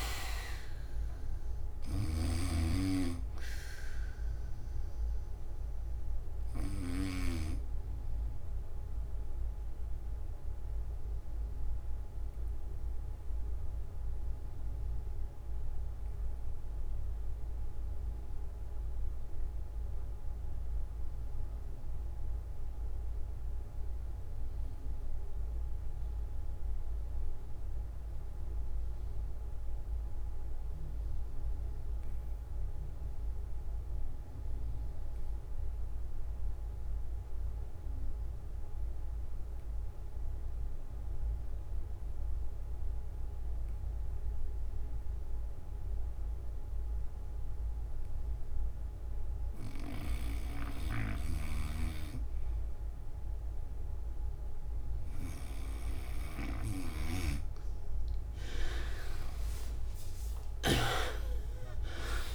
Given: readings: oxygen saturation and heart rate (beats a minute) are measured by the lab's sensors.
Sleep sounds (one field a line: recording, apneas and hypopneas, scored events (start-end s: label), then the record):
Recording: breathing in sleep by a room microphone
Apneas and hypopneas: 1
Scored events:
0.00-20.50 s: oxygen desaturation (device-marked, oxygen 82% lowest)
6.50-53.00 s: obstructive apnea (oxygen 97% before, 79% lowest)
26.50-62.34 s: new sleep stage, N3 (deep sleep)
39.50-62.34 s: oxygen desaturation (device-marked, oxygen 99% before, 79% lowest)
50.50-62.34 s: snoring (device-marked)
From the record:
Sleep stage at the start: N2 (light sleep)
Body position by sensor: on the back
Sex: male